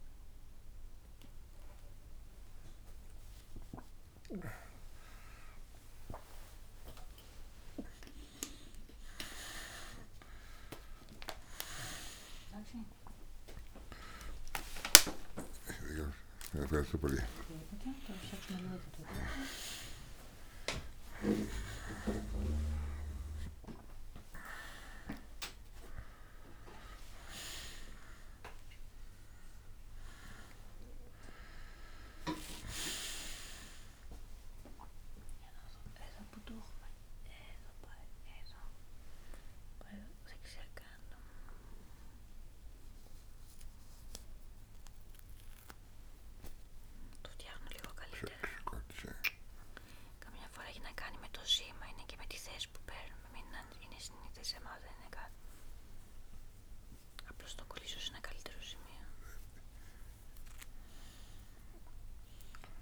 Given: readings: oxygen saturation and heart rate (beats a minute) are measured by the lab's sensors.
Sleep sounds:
a person awake in a sleep study, by a room microphone; 1
43.00-62.81 s: new sleep stage, N2 (light sleep)
45.00-56.00 s: hypopnea (oxygen 96% before, 93% lowest, heart rate 68 before, 55 extreme, up 9 after)
53.00-55.00 s: bradycardia (device-marked, heart rate 66 before, 65 extreme)
58.50-61.50 s: arousal
61.00-62.81 s: oxygen desaturation (device-marked, oxygen 96% before, 93% lowest, heart rate 63 before, 55 extreme)
From the record:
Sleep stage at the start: awake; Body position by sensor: on the back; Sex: male

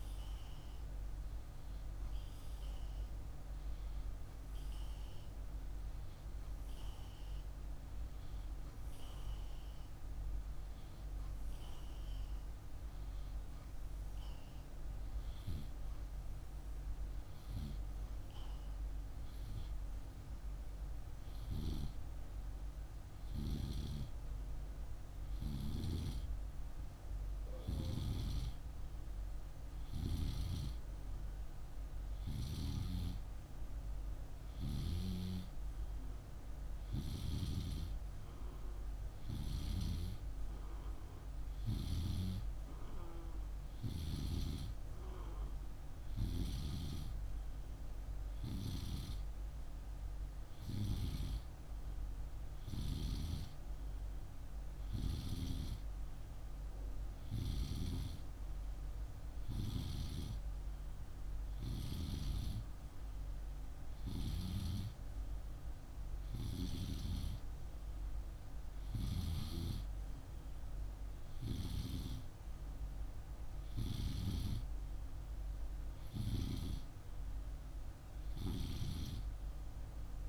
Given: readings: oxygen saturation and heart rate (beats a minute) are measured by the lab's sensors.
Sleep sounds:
breathing in sleep by a room microphone; none
none scored
From the record:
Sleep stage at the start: N2 (light sleep); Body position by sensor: on the right side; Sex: male

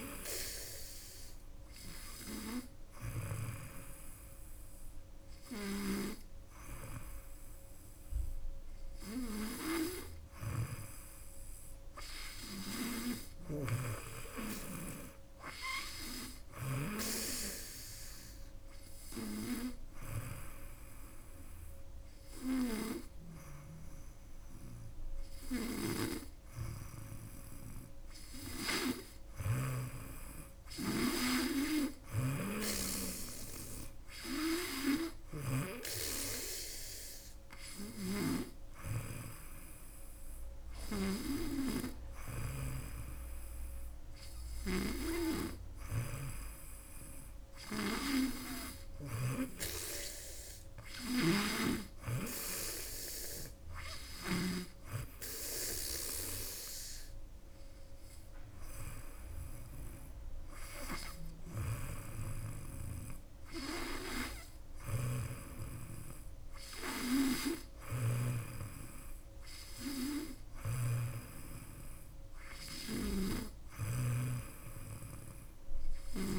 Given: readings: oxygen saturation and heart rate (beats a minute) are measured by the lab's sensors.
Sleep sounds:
breathing in sleep by a room microphone; 1
10.00-16.50 s: snoring (device-marked)
18.00-28.00 s: hypopnea (oxygen 98% before, 96% lowest, heart rate 86 before, 83 extreme, up 6 after)
30.00-34.00 s: arousal
31.50-35.50 s: snoring (device-marked)
37.50-49.00 s: snoring (device-marked)
51.00-54.50 s: snoring (device-marked)
61.00-74.00 s: snoring (device-marked)
From the record:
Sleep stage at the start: N2 (light sleep); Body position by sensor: on the back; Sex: female

